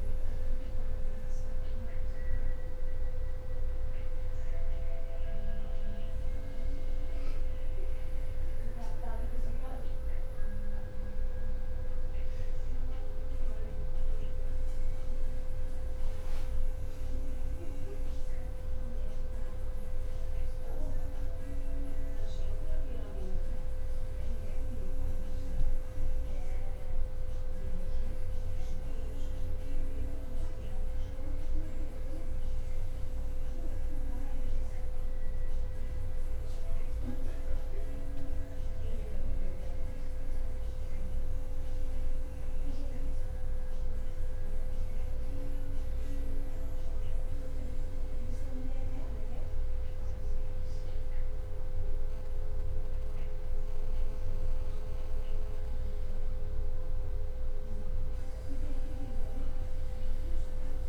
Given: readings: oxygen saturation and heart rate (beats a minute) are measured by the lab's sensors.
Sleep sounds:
breathing in sleep, hard to hear, by a room microphone; none
none scored
From the record:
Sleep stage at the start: N1 (lightest sleep); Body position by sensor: on the back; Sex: male

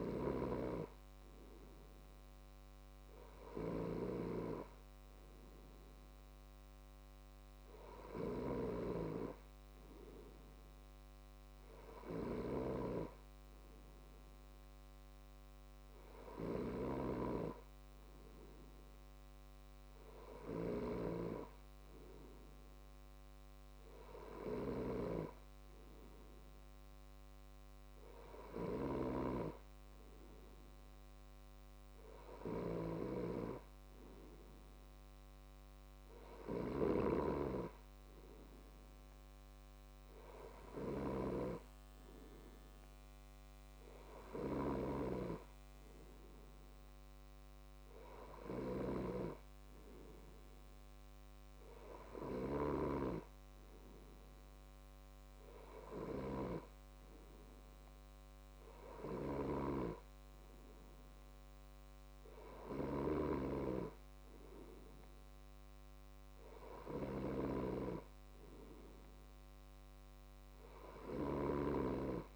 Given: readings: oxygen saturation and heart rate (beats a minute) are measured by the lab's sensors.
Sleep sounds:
breathing in sleep by a microphone on the trachea; none
none scored
From the record:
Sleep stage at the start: N2 (light sleep); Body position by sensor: on the left side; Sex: male

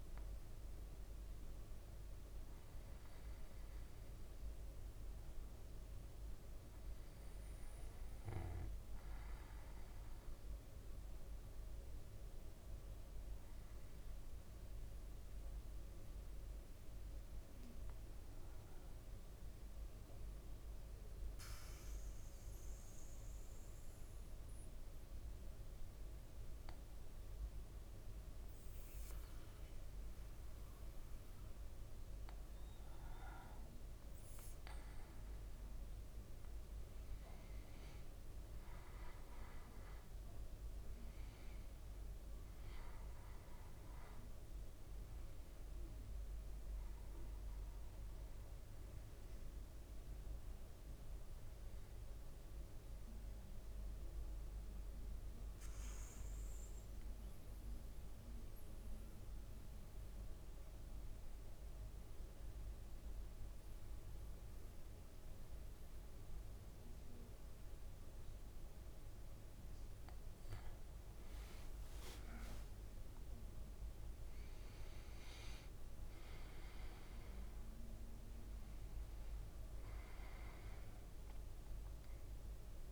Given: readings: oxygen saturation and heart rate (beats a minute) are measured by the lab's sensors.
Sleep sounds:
breathing in sleep, hard to hear, by a room microphone; 2
0.00-3.00 s: arousal
19.00-32.50 s: obstructive apnea (oxygen 98% before, 94% lowest, heart rate 55 before, 52 extreme, up 4 after)
36.00-41.00 s: arousal
40.00-63.00 s: oxygen desaturation (device-marked, oxygen 97% before, 94% lowest, heart rate 54 before, 51 extreme)
52.00-70.00 s: obstructive apnea (oxygen 97% before, 94% lowest, heart rate 57 before, 51 extreme, up 8 after)
72.00-78.00 s: arousal
From the record:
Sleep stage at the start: N2 (light sleep); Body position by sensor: on the back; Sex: male

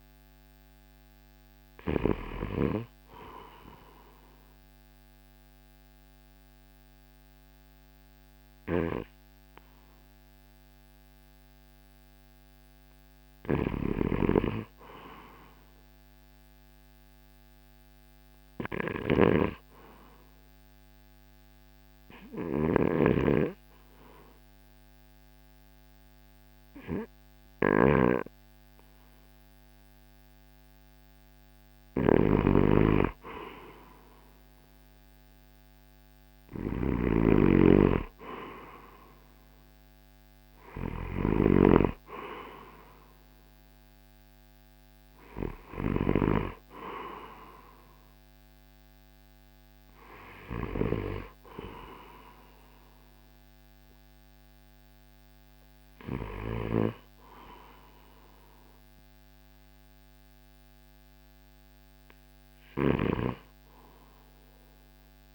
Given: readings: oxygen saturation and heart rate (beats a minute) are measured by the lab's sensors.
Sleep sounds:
breathing in sleep by a microphone on the trachea; 1
0.00-7.00 s: oxygen desaturation (device-marked, oxygen 86% lowest, heart rate 54 extreme)
11.00-13.50 s: arousal
13.00-56.50 s: snoring (device-marked)
16.00-31.00 s: obstructive apnea (oxygen 98% before, 90% lowest, heart rate 55 before, 56 extreme, up 1 after)
33.50-37.00 s: arousal
36.00-52.00 s: oxygen desaturation (device-marked, oxygen 96% before, 92% lowest, heart rate 58 before, 56 extreme)
62.50-65.35 s: snoring (device-marked)
63.00-65.35 s: arousal
From the record:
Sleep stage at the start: N2 (light sleep); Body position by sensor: on the right side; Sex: male

